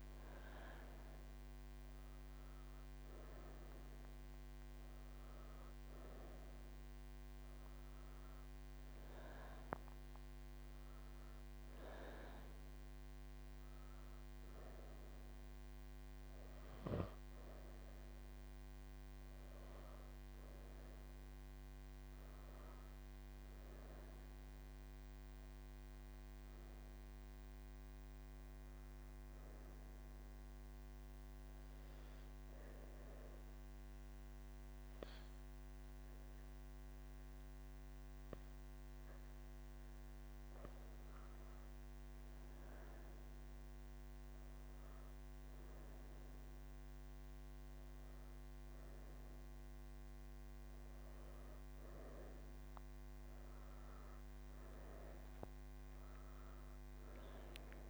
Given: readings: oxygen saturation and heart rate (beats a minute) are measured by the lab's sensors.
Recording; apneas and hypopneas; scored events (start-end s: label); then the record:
breathing in sleep, hard to hear, by a microphone on the trachea; 1
31.00-41.00 s: obstructive apnea (oxygen 97% before, 94% lowest)
From the record:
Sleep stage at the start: N1 (lightest sleep); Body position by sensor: on the right side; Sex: female